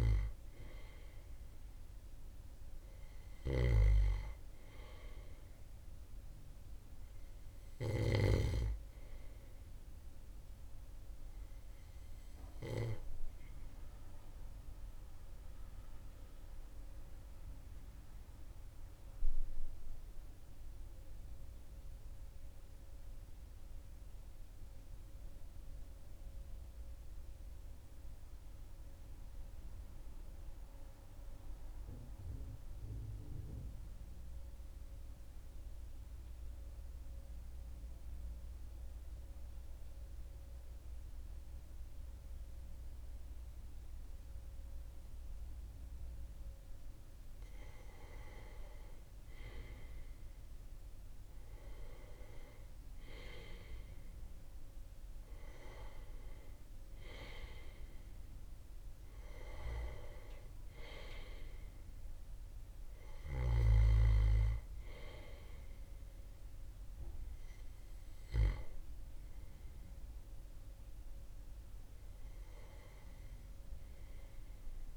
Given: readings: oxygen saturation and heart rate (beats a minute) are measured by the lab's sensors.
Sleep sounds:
breathing in sleep by a room microphone; 1
2.50-7.50 s: snoring (device-marked)
15.00-45.50 s: obstructive apnea (oxygen 98% before, 93% lowest, heart rate 42 before, 40 extreme, up 2 after)
47.00-52.00 s: arousal
67.00-74.96 s: oxygen desaturation (device-marked, oxygen 97% before, 93% lowest, heart rate 43 before, 39 extreme)
From the record:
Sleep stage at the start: N2 (light sleep); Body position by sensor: on the back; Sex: male

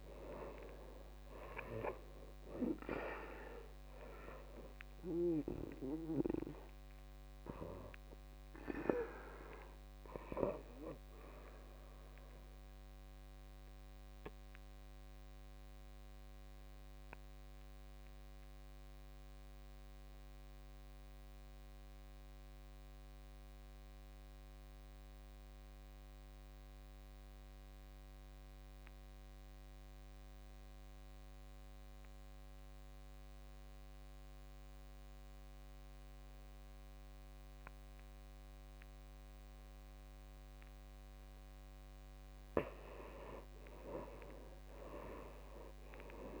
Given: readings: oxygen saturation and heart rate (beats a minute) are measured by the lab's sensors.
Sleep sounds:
breathing in sleep by a microphone on the trachea; 1
0.00-3.50 s: arousal
0.00-17.50 s: oxygen desaturation (device-marked, oxygen 76% lowest, heart rate 54 extreme)
13.50-42.00 s: obstructive apnea (oxygen 96% before, 77% lowest, heart rate 71 before, 54 extreme, up 13 after)
34.50-46.40 s: oxygen desaturation (device-marked, oxygen 98% before, 77% lowest, heart rate 57 before, 53 extreme)
43.50-46.40 s: arousal
From the record:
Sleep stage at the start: N2 (light sleep); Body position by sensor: on the back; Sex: male

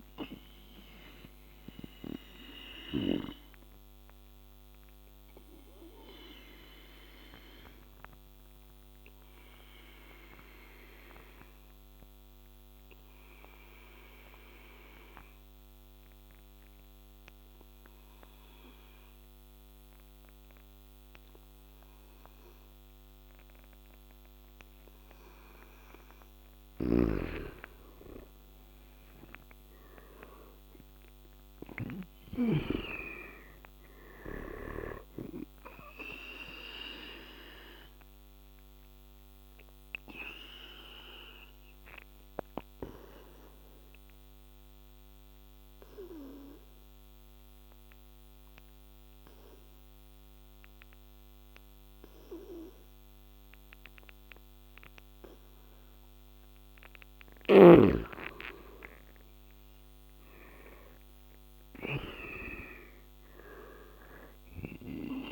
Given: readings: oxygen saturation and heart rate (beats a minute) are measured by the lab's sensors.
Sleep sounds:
breathing in sleep by a microphone on the trachea; 2
0.00-19.50 s: oxygen desaturation (device-marked, oxygen 85% lowest, heart rate 72 extreme)
2.50-25.00 s: obstructive apnea (oxygen 99% before, 84% lowest, heart rate 77 before, 72 extreme, up 12 after)
26.50-32.50 s: snoring (device-marked)
28.50-32.00 s: arousal
31.50-50.50 s: oxygen desaturation (device-marked, oxygen 98% before, 87% lowest, heart rate 75 before, 74 extreme)
36.50-57.00 s: obstructive apnea (oxygen 98% before, 84% lowest, heart rate 78 before, 73 extreme, up 10 after)
57.00-62.00 s: snoring (device-marked)
58.00-61.50 s: arousal
61.50-65.32 s: oxygen desaturation (device-marked, oxygen 99% before, 84% lowest, heart rate 79 before, 72 extreme)
From the record:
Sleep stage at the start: N2 (light sleep); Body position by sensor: on the back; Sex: male

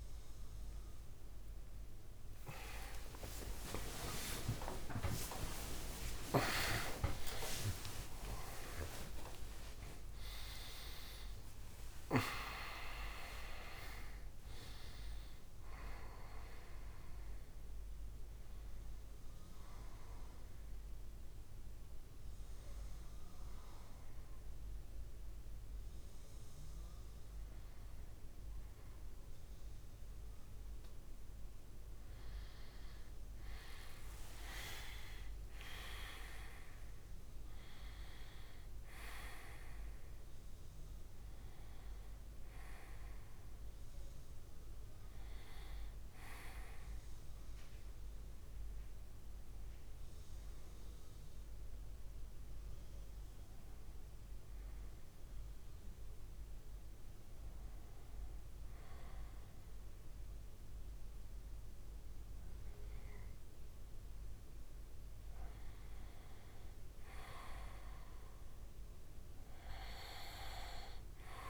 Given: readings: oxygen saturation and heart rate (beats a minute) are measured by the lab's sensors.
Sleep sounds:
a person awake in a sleep study, by a room microphone; 1
0.50-15.50 s: tachycardia (device-marked, heart rate 60 before, 174 extreme)
35.50-51.50 s: oxygen desaturation (device-marked, oxygen 98% before, 95% lowest, heart rate 69 before, 57 extreme)
40.50-70.50 s: new sleep stage, N1 (lightest sleep)
50.50-64.50 s: hypopnea (oxygen 98% before, 94% lowest, heart rate 59 before, 57 extreme, up 3 after)
66.50-70.00 s: arousal
70.50-71.50 s: new sleep stage, N2 (light sleep)
From the record:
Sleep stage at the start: awake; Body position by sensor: on the back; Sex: male

